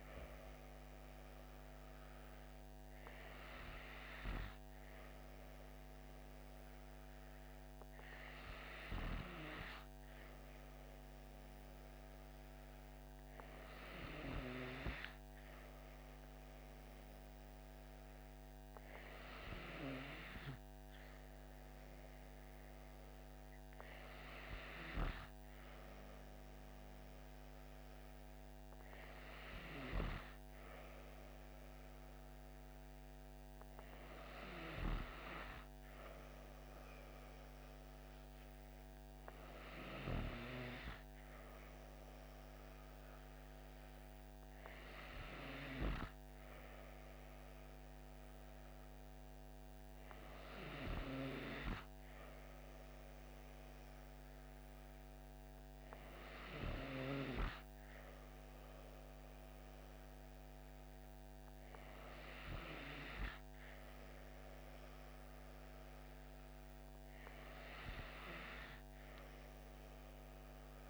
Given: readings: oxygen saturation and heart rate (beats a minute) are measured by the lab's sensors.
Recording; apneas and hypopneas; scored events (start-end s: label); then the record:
breathing in sleep by a microphone on the trachea; none
none scored
From the record:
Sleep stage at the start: N2 (light sleep); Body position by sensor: on the back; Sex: female